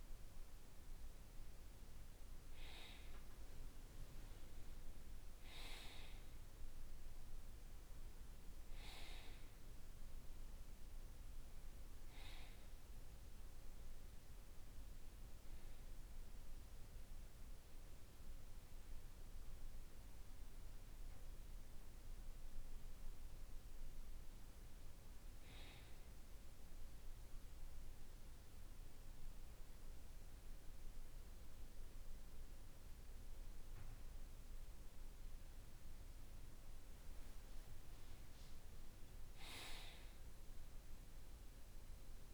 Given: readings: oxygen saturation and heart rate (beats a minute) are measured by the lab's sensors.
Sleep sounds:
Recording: breathing in sleep by a room microphone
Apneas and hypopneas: 1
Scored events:
0.00-1.50 s: arousal
25.00-36.50 s: obstructive apnea (oxygen 96% before, 94% lowest, heart rate 50 before, 47 extreme, up 3 after)
From the record:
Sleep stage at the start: N2 (light sleep)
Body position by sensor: on the back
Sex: male

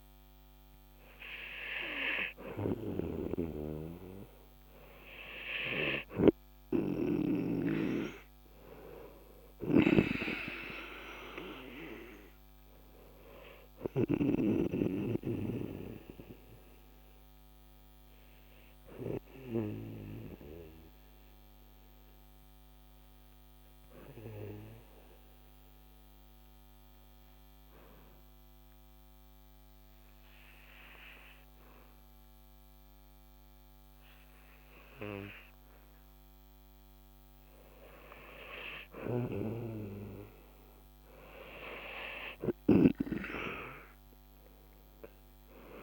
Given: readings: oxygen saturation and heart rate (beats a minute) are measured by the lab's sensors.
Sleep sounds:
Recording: breathing in sleep by a microphone on the trachea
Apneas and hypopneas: 1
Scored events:
21.00-38.00 s: mixed apnea (oxygen 97% before, 90% lowest, heart rate 54 before, 46 extreme, up 10 after)
31.00-45.83 s: oxygen desaturation (device-marked, oxygen 94% before, 91% lowest, heart rate 52 before, 46 extreme)
39.00-43.00 s: snoring (device-marked)
42.00-45.83 s: arousal
From the record:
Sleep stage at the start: N2 (light sleep)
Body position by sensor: on the back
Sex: male

